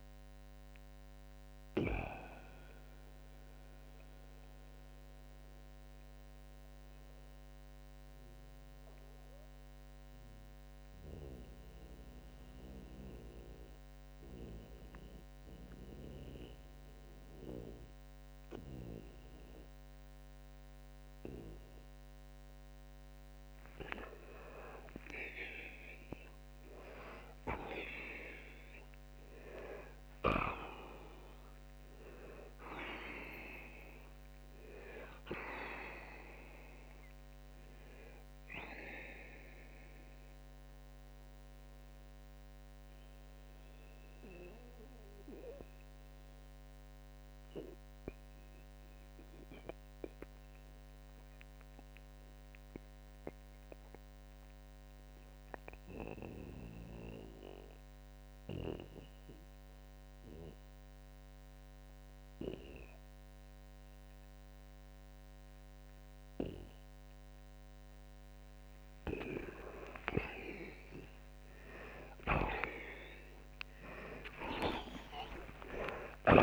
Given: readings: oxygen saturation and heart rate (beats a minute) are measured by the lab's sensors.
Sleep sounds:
breathing in sleep by a microphone on the trachea; 2
5.00-24.50 s: mixed apnea (oxygen 94% before, 85% lowest, heart rate 129 before, 25 extreme)
9.50-69.50 s: new sleep stage, N2 (light sleep)
16.50-28.50 s: oxygen desaturation (device-marked, oxygen 94% before, 89% lowest, heart rate 70 before, 68 extreme)
27.50-32.50 s: arousal
40.00-68.50 s: mixed apnea (oxygen 94% before, 83% lowest, heart rate 113 before, 65 extreme)
50.50-67.50 s: oxygen desaturation (device-marked, oxygen 93% before, 85% lowest, heart rate 109 before, 65 extreme)
69.50-76.42 s: new sleep stage, N1 (lightest sleep)
70.50-76.42 s: arousal
72.00-76.42 s: snoring (device-marked)
From the record:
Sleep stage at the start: N1 (lightest sleep); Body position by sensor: on the back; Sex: male

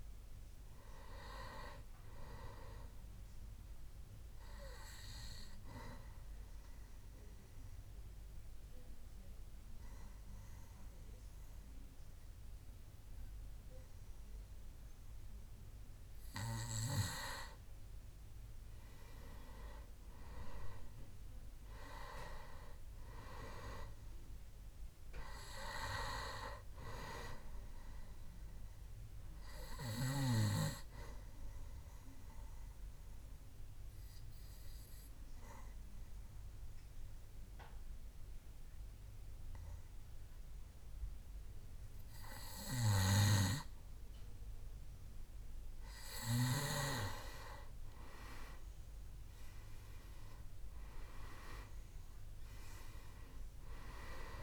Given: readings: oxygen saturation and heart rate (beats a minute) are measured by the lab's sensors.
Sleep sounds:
breathing in sleep by a room microphone; 2
0.00-1.50 s: arousal
6.50-18.00 s: obstructive apnea (oxygen 99% before, 92% lowest, heart rate 66 before, 65 extreme, up 6 after)
20.00-24.00 s: arousal
25.00-40.00 s: oxygen desaturation (device-marked, oxygen 97% before, 94% lowest, heart rate 67 before, 65 extreme)
33.00-46.50 s: obstructive apnea (oxygen 98% before, 91% lowest, heart rate 68 before, 66 extreme, up 5 after)
49.50-53.50 s: arousal
50.00-54.43 s: oxygen desaturation (device-marked, oxygen 97% before, 92% lowest, heart rate 67 before, 66 extreme)
From the record:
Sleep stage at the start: N2 (light sleep); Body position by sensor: on the back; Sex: male

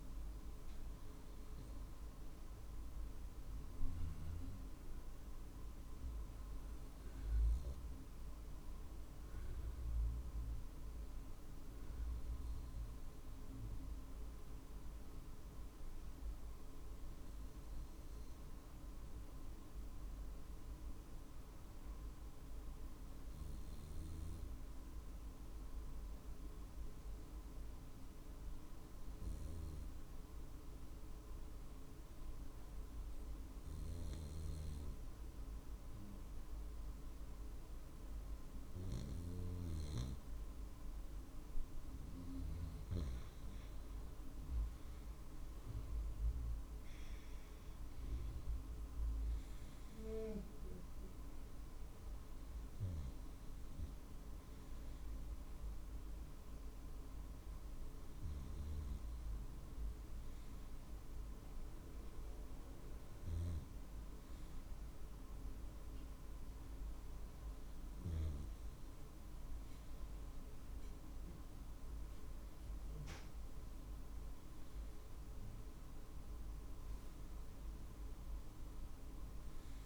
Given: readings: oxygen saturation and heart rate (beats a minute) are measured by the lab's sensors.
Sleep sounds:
breathing in sleep, hard to hear, by a room microphone; none
41.00-55.00 s: drop in pulse transit time (device-marked, heart rate 50 before, 51 extreme)
From the record:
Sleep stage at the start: N2 (light sleep); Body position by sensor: on the right side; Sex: male

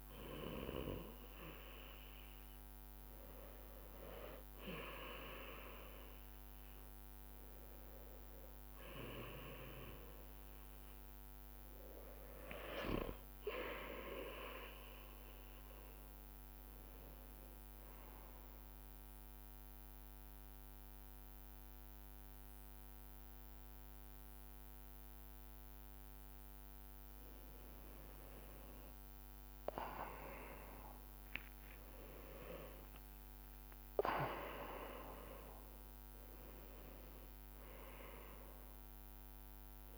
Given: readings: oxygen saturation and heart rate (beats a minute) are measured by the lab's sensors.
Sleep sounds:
a person partly awake in a sleep study, by a microphone on the trachea; none
0.00-7.00 s: bradycardia (device-marked)
10.00-39.98 s: new sleep stage, N1 (lightest sleep)
14.00-25.00 s: bradycardia (device-marked)
30.00-39.98 s: bradycardia (device-marked)
From the record:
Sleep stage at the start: awake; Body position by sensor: on the back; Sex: male

